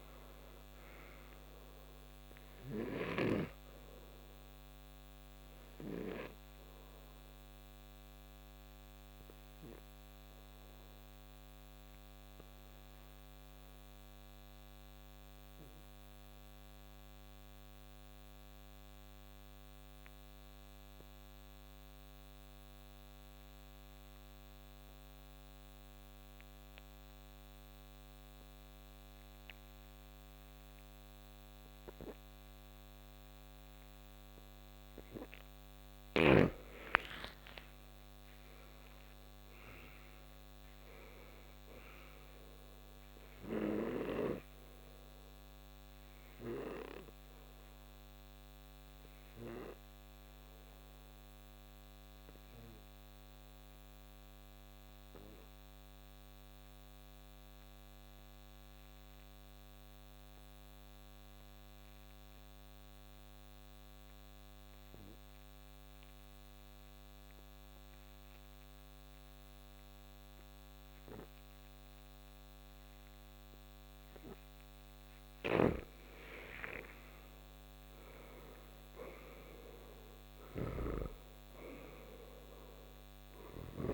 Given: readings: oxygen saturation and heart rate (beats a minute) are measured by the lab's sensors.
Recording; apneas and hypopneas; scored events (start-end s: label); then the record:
breathing in sleep by a microphone on the trachea; 2
0.00-1.50 s: arousal
0.00-3.50 s: snoring (device-marked)
0.00-24.50 s: oxygen desaturation (device-marked, oxygen 82% lowest, heart rate 61 extreme)
5.00-35.00 s: obstructive apnea (oxygen 97% before, 81% lowest, heart rate 77 before, 59 extreme, up 9 after)
32.50-58.50 s: oxygen desaturation (device-marked, oxygen 98% before, 81% lowest, heart rate 63 before, 59 extreme)
36.00-40.00 s: arousal
46.50-74.00 s: obstructive apnea (oxygen 98% before, 81% lowest, heart rate 69 before, 59 extreme, up 10 after)
69.50-83.94 s: oxygen desaturation (device-marked, oxygen 98% before, 83% lowest, heart rate 63 before, 64 extreme)
75.50-80.50 s: arousal
75.50-83.94 s: snoring (device-marked)
From the record:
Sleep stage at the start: N2 (light sleep); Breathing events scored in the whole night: 366 in 5.9 hours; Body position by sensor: on the back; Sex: male